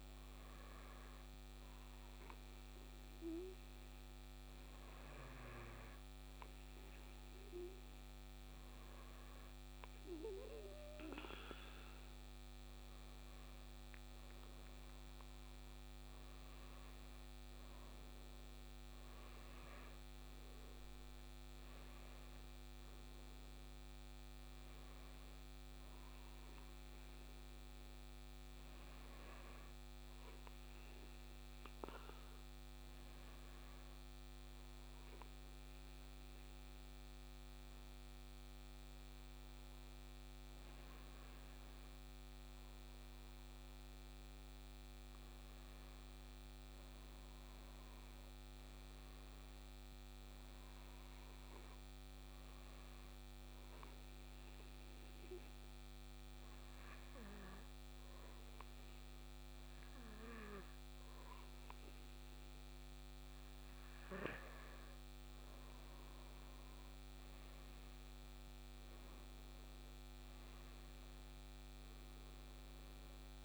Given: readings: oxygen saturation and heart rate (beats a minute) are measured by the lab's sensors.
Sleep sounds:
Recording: breathing in sleep, hard to hear, by a microphone on the trachea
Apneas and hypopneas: 3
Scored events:
4.50-15.00 s: hypopnea (oxygen 96% before, 94% lowest, heart rate 96 before, 60 extreme, up 59 after)
8.50-19.50 s: tachycardia (device-marked, heart rate 76 before, 140 extreme)
17.00-20.50 s: arousal
28.00-41.50 s: hypopnea (oxygen 96% before, 93% lowest, heart rate 102 before, 59 extreme, up 3 after)
43.50-46.00 s: arousal
54.00-64.00 s: hypopnea (oxygen 97% before, 93% lowest, heart rate 61 before, 59 extreme, up 7 after)
65.50-69.50 s: arousal
From the record:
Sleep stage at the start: N2 (light sleep)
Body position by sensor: on the back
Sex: male

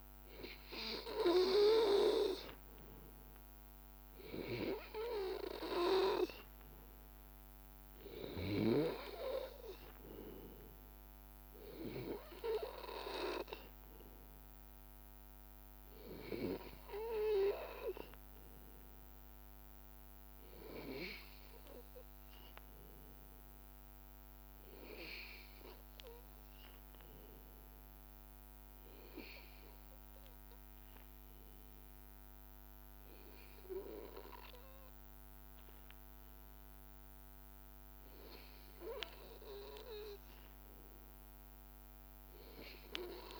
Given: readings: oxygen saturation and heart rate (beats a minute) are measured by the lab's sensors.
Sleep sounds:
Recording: breathing in sleep by a microphone on the trachea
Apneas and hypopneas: none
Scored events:
0.00-18.50 s: oxygen desaturation (device-marked, oxygen 91% lowest, heart rate 78 extreme)
From the record:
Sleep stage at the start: N2 (light sleep)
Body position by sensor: on the back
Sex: male

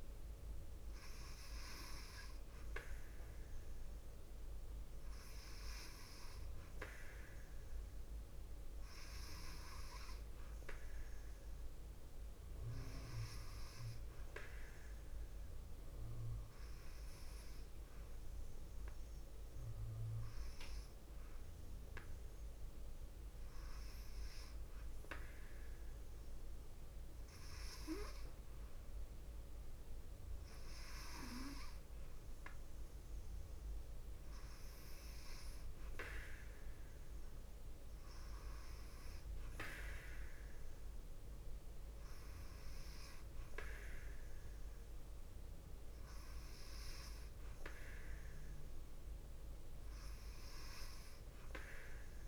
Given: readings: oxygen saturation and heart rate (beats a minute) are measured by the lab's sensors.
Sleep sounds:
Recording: breathing in sleep by a room microphone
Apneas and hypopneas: none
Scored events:
none scored
From the record:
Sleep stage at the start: N2 (light sleep)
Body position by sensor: on the left side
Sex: female

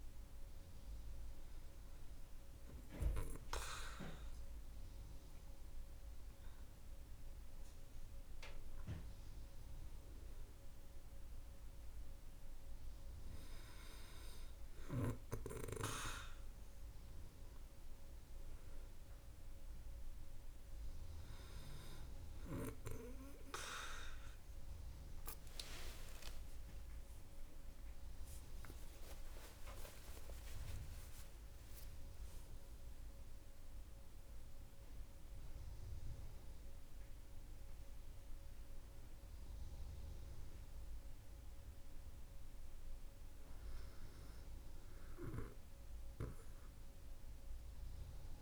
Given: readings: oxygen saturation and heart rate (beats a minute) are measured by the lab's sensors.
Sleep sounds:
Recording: breathing in sleep by a room microphone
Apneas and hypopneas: none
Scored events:
24.50-29.00 s: arousal
From the record:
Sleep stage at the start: N2 (light sleep)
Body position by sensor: on the back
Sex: female

